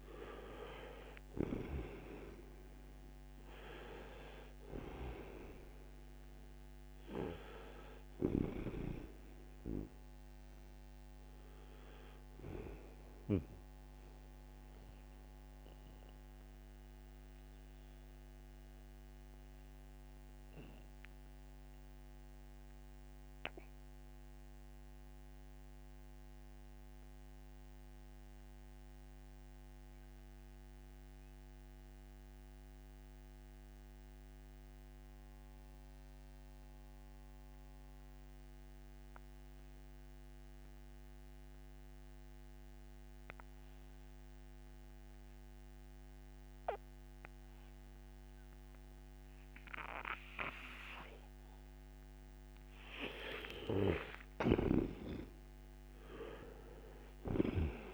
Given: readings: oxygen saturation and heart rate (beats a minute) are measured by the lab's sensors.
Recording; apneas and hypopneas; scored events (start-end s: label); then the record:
breathing in sleep by a microphone on the trachea; 1
0.00-1.50 s: snoring (device-marked)
0.00-2.50 s: arousal
0.00-31.00 s: oxygen desaturation (device-marked, oxygen 79% lowest, heart rate 59 extreme)
15.50-51.50 s: mixed apnea (oxygen 98% before, 79% lowest, heart rate 71 before, 59 extreme, up 28 after)
49.00-57.94 s: oxygen desaturation (device-marked, oxygen 98% before, 80% lowest, heart rate 61 before, 58 extreme)
53.00-57.94 s: arousal
56.50-57.94 s: snoring (device-marked)
From the record:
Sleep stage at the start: N2 (light sleep); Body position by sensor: on the right side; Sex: male